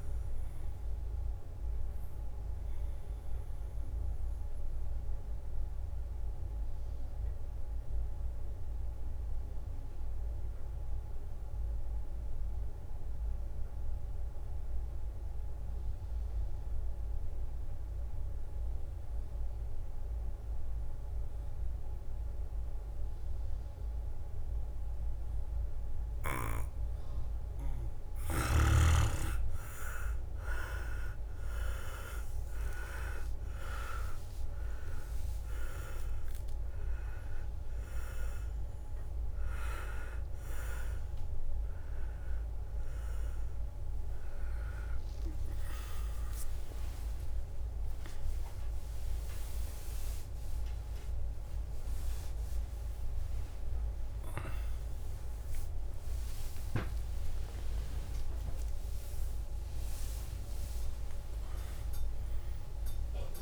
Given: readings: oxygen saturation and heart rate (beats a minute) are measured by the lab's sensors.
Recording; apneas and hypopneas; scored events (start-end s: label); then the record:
a person partly awake in a sleep study, by a room microphone; 1
0.00-1.00 s: leg movement (device-marked)
0.00-3.50 s: drop in pulse transit time (device-marked, heart rate 66 extreme)
0.00-11.50 s: oxygen desaturation (device-marked, oxygen 90% lowest, heart rate 60 extreme)
1.50-27.50 s: obstructive apnea (oxygen 99% before, 90% lowest, heart rate 71 before, 60 extreme, up 10 after)
26.50-30.50 s: leg movement (device-marked)
28.50-60.50 s: oxygen desaturation (device-marked, oxygen 99% before, 90% lowest, heart rate 63 before, 67 extreme)
29.50-41.50 s: drop in pulse transit time (device-marked, heart rate 63 before, 67 extreme)
36.50-40.00 s: leg movement (device-marked)
38.50-63.42 s: new sleep stage, awake
42.00-47.50 s: leg movement (device-marked)
49.50-51.50 s: long interval between heartbeats (device-marked, heart rate 71 before, 84 extreme)
50.50-52.50 s: tachycardia (device-marked, heart rate 66 before, 87 extreme)
54.00-56.00 s: long interval between heartbeats (device-marked, heart rate 74 before, 104 extreme)
58.50-63.42 s: tachycardia (device-marked, heart rate 66 before, 167 extreme)
61.50-63.42 s: long interval between heartbeats (device-marked, heart rate 84 before, 105 extreme)
From the record:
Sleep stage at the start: N2 (light sleep); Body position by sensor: on the back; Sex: male